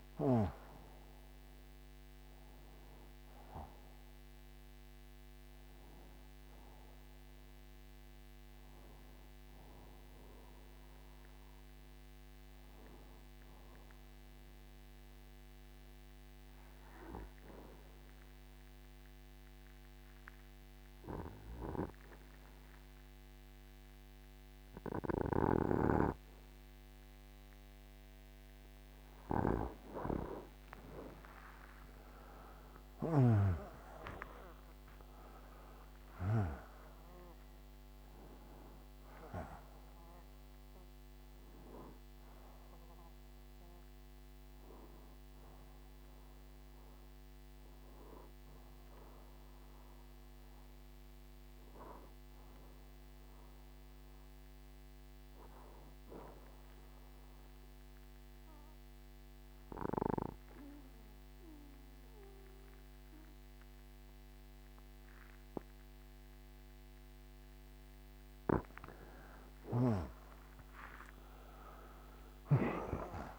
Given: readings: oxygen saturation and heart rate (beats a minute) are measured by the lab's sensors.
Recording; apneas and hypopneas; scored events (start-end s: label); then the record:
breathing in sleep by a microphone on the trachea; 2
1.00-15.00 s: oxygen desaturation (device-marked, oxygen 96% before, 91% lowest, heart rate 78 before, 70 extreme)
13.50-28.50 s: obstructive apnea (oxygen 97% before, 91% lowest, heart rate 85 before, 70 extreme, up 22 after)
32.00-55.00 s: oxygen desaturation (device-marked, oxygen 96% before, 92% lowest, heart rate 76 before, 74 extreme)
33.00-38.00 s: arousal
53.00-68.00 s: obstructive apnea (oxygen 96% before, 91% lowest, heart rate 85 before, 74 extreme, up 5 after)
68.00-73.39 s: oxygen desaturation (device-marked, oxygen 96% before, 91% lowest, heart rate 81 before, 74 extreme)
70.50-73.39 s: arousal
From the record:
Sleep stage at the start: N2 (light sleep); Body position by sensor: on the right side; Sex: male